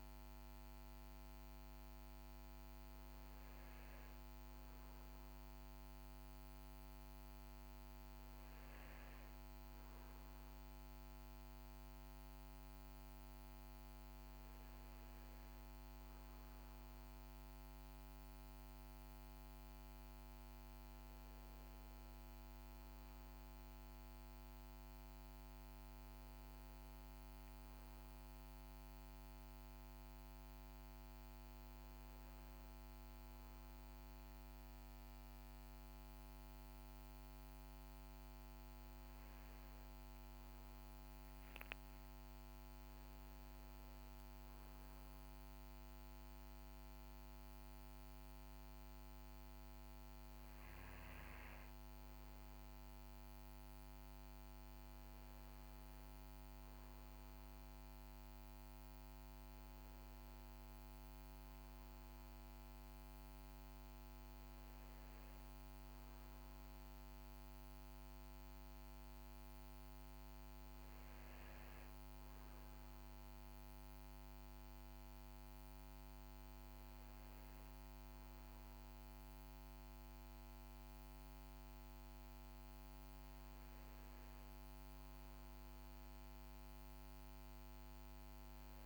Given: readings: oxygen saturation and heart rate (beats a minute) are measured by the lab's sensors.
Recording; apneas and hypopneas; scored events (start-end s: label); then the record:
breathing in sleep, hard to hear, by a microphone on the trachea; 1
45.00-55.50 s: mixed apnea (oxygen 96% before, 95% lowest, heart rate 63 before, 60 extreme, up 10 after)
59.00-63.50 s: arousal
From the record:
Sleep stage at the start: REM sleep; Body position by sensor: on the back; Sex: male